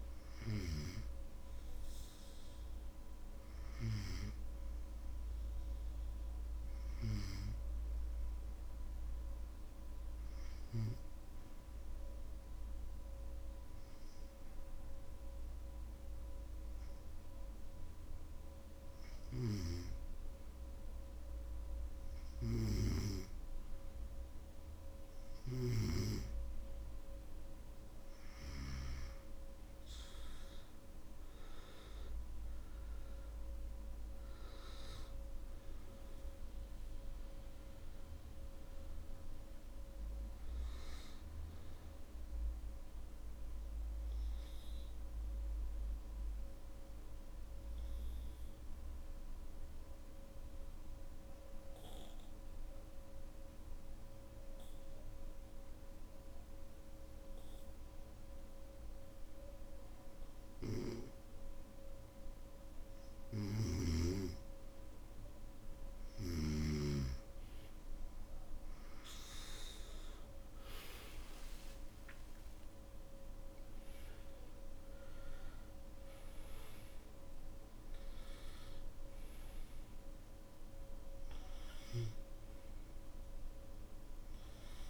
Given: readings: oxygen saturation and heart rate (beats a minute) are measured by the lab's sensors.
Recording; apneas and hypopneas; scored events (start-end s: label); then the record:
breathing in sleep by a room microphone; 2
9.50-22.50 s: hypopnea (oxygen 96% before, 91% lowest, heart rate 55 before, 51 extreme, up 11 after)
29.00-84.90 s: new sleep stage, N1 (lightest sleep)
44.00-62.50 s: obstructive apnea (oxygen 98% before, 91% lowest, heart rate 62 before, 50 extreme, up 13 after)
67.00-84.90 s: oxygen desaturation (device-marked, oxygen 98% before, 91% lowest, heart rate 55 before, 52 extreme)
From the record:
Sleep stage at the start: N2 (light sleep); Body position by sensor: on the back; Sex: male